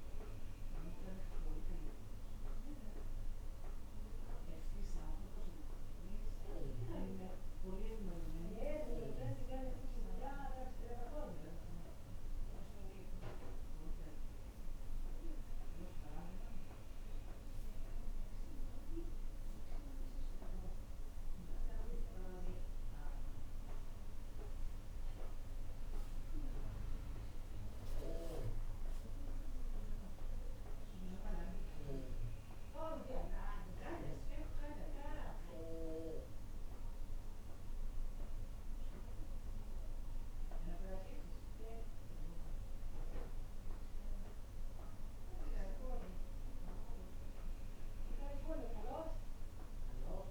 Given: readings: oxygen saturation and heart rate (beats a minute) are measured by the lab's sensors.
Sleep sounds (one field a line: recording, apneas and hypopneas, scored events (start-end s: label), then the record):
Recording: a person awake in a sleep study, by a room microphone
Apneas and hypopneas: none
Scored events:
none scored
From the record:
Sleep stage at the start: awake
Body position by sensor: on the back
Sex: female